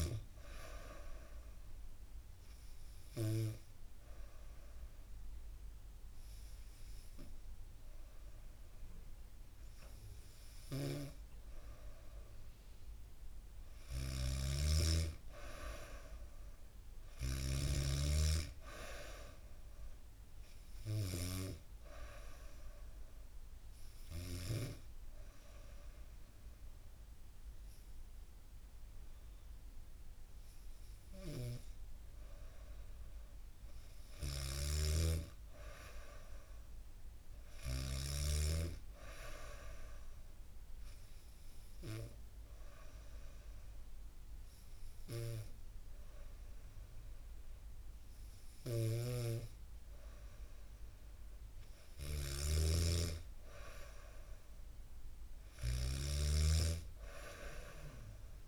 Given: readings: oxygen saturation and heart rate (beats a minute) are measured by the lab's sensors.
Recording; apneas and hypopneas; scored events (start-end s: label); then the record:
breathing in sleep by a room microphone; 3
1.50-12.00 s: obstructive apnea (oxygen 94% before, 92% lowest, heart rate 72 before, 68 extreme, up 2 after)
10.00-24.00 s: snoring (device-marked)
13.50-16.50 s: arousal
19.50-32.00 s: hypopnea (oxygen 95% before, 92% lowest, heart rate 71 before, 68 extreme, up 1 after)
33.50-37.50 s: snoring (device-marked)
34.00-38.00 s: arousal
39.50-50.50 s: obstructive apnea (oxygen 95% before, 92% lowest, heart rate 72 before, 68 extreme, up 0 after)
48.00-58.48 s: snoring (device-marked)
52.50-56.50 s: arousal
57.00-58.48 s: oxygen desaturation (device-marked, oxygen 95% before, 92% lowest, heart rate 71 before, 69 extreme)
From the record:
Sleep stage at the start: N2 (light sleep); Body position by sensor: on the back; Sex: female